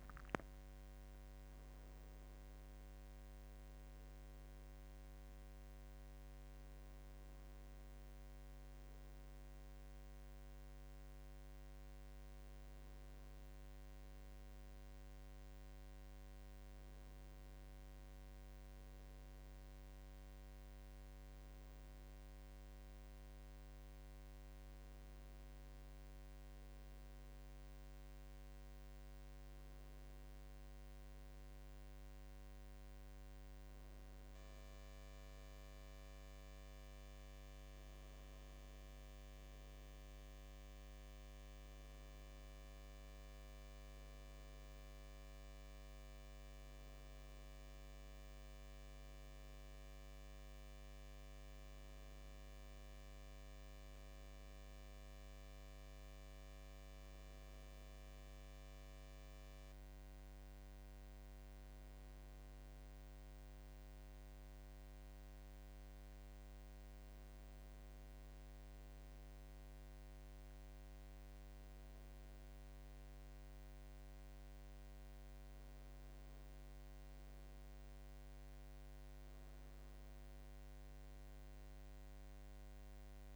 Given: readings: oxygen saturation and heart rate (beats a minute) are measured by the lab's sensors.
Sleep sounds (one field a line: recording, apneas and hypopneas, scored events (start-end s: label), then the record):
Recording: breathing in sleep, hard to hear, by a microphone on the trachea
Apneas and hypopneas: none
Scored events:
none scored
From the record:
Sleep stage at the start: N1 (lightest sleep)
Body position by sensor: on the right side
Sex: male